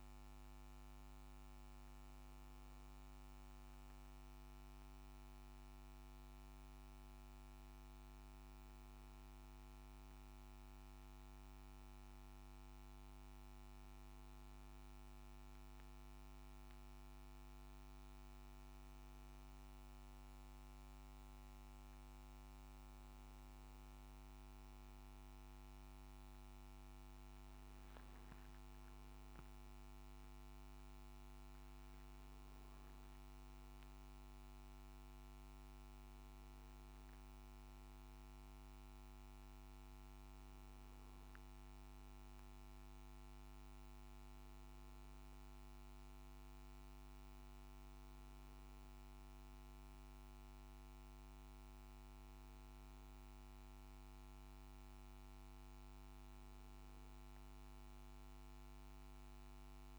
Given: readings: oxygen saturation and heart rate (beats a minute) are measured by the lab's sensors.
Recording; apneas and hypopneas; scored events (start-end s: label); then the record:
breathing in sleep, hard to hear, by a microphone on the trachea; none
0.50-59.99 s: new sleep stage, N2 (light sleep)
From the record:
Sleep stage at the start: N1 (lightest sleep); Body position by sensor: on the back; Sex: male